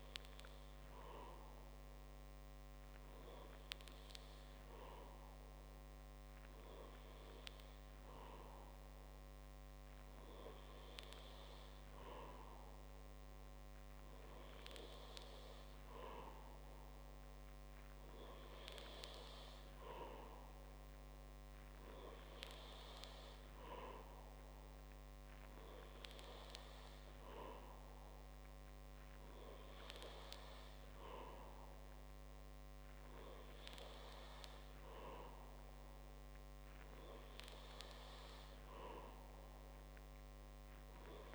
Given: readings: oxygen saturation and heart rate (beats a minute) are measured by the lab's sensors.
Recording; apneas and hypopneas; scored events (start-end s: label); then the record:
breathing in sleep by a microphone on the trachea; none
none scored
From the record:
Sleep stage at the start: N2 (light sleep); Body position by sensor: on the back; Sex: male